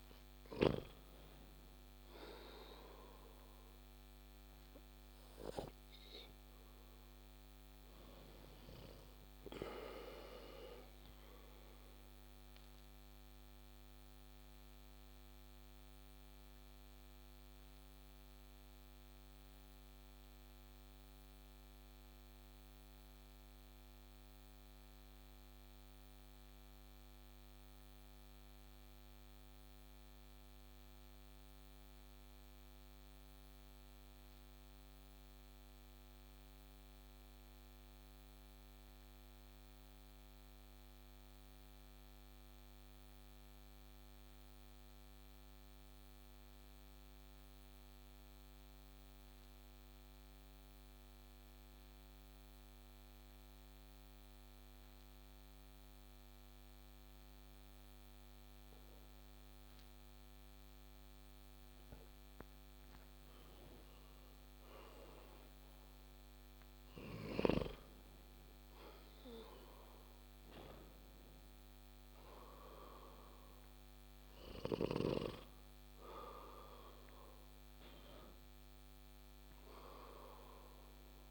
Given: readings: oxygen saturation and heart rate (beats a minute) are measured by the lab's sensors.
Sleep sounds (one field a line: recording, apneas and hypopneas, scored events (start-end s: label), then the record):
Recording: breathing in sleep by a microphone on the trachea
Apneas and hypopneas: 1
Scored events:
11.00-62.50 s: obstructive apnea (oxygen 97% before, 91% lowest)
64.50-68.50 s: arousal
From the record:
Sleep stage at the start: N2 (light sleep)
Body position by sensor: on the back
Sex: male